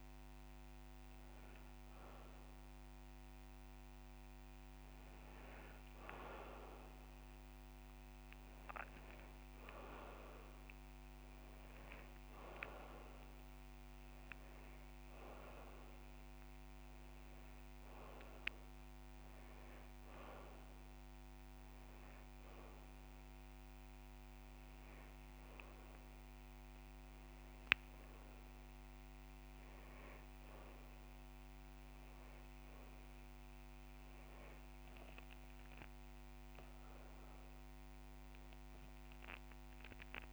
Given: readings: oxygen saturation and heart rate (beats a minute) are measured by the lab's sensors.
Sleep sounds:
breathing in sleep by a microphone on the trachea; none
1.00-3.00 s: long interval between heartbeats (device-marked)
11.00-13.00 s: long interval between heartbeats (device-marked)
21.50-23.50 s: long interval between heartbeats (device-marked)
32.00-34.00 s: long interval between heartbeats (device-marked)
From the record:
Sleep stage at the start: N2 (light sleep); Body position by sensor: on the back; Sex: male

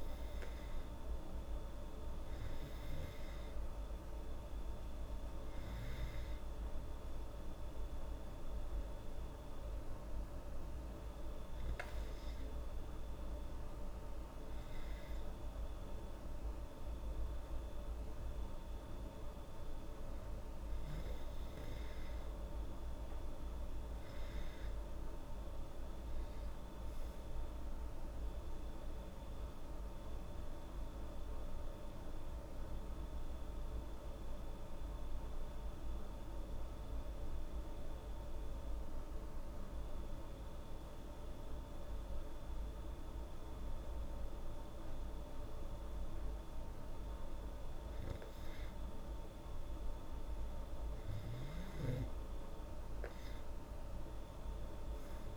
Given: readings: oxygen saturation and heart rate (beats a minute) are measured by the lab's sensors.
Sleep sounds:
breathing in sleep, hard to hear, by a room microphone; 1
31.50-42.00 s: hypopnea (oxygen 96% before, 94% lowest, heart rate 80 before, 76 extreme, up 4 after)
44.50-49.50 s: arousal
From the record:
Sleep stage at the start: N2 (light sleep); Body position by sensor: on the back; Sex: female

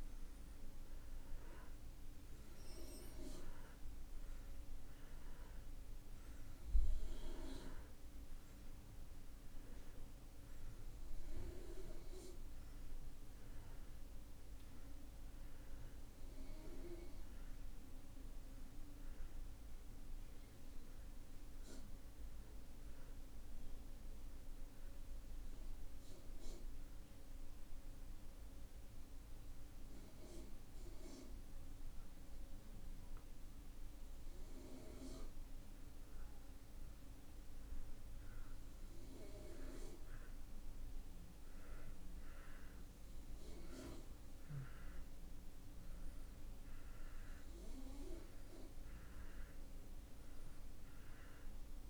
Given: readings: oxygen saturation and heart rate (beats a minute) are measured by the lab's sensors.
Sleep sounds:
breathing in sleep by a room microphone; 1
6.00-34.00 s: oxygen desaturation (device-marked, oxygen 95% before, 85% lowest)
25.50-36.50 s: obstructive apnea (oxygen 95% before, 86% lowest)
39.50-43.50 s: arousal
From the record:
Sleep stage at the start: N2 (light sleep); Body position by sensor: on the back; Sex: male

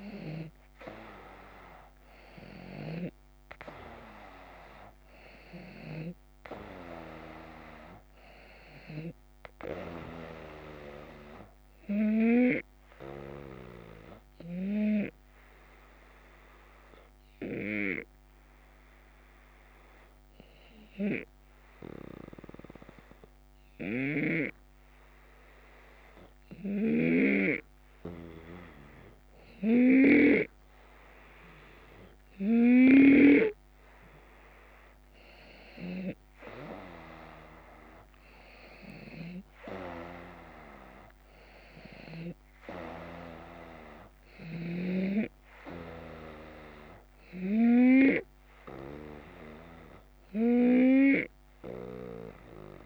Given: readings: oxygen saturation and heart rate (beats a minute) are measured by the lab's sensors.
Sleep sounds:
breathing in sleep by a microphone on the trachea; 1
0.00-1.00 s: arousal
12.00-30.00 s: obstructive apnea (oxygen 94% before, 91% lowest, heart rate 78 before, 73 extreme, up 4 after)
23.50-36.00 s: snoring (device-marked)
33.00-38.50 s: arousal
From the record:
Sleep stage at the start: N2 (light sleep); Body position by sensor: on the back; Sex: male

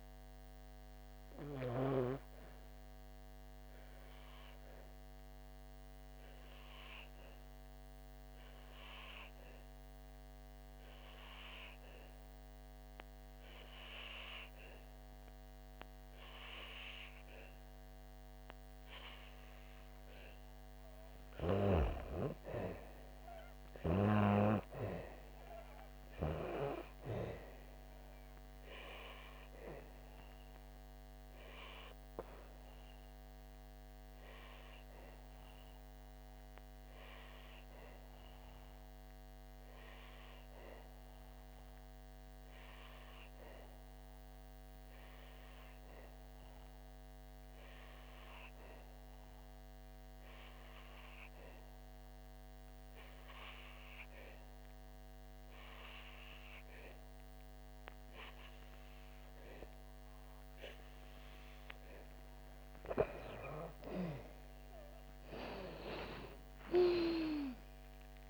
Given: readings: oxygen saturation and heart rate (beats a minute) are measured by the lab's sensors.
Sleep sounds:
breathing in sleep by a microphone on the trachea; 2
0.00-6.00 s: oxygen desaturation (device-marked, oxygen 89% lowest, heart rate 60 extreme)
2.50-18.00 s: hypopnea (oxygen 97% before, 89% lowest, heart rate 60 before, 59 extreme, up 4 after)
20.00-53.00 s: oxygen desaturation (device-marked, oxygen 99% before, 90% lowest, heart rate 64 before, 59 extreme)
21.00-24.50 s: arousal
31.00-62.00 s: obstructive apnea (oxygen 99% before, 90% lowest, heart rate 66 before, 55 extreme, up 6 after)
64.50-68.00 s: arousal
From the record:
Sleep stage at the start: N2 (light sleep); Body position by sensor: on the back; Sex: female

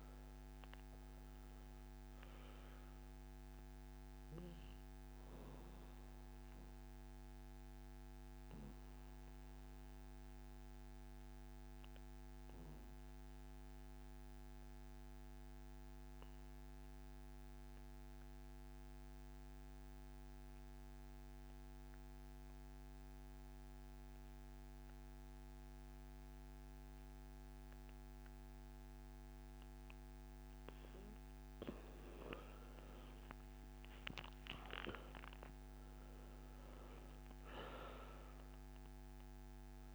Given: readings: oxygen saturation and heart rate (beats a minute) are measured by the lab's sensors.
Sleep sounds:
breathing in sleep, hard to hear, by a microphone on the trachea; 1
0.00-15.00 s: oxygen desaturation (device-marked, oxygen 81% lowest, heart rate 63 extreme)
5.00-30.00 s: obstructive apnea (oxygen 98% before, 81% lowest, heart rate 73 before, 60 extreme, up 15 after)
28.00-39.95 s: oxygen desaturation (device-marked, oxygen 98% before, 81% lowest, heart rate 64 before, 60 extreme)
33.00-36.50 s: arousal
From the record:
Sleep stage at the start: N2 (light sleep); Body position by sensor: on the back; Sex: male

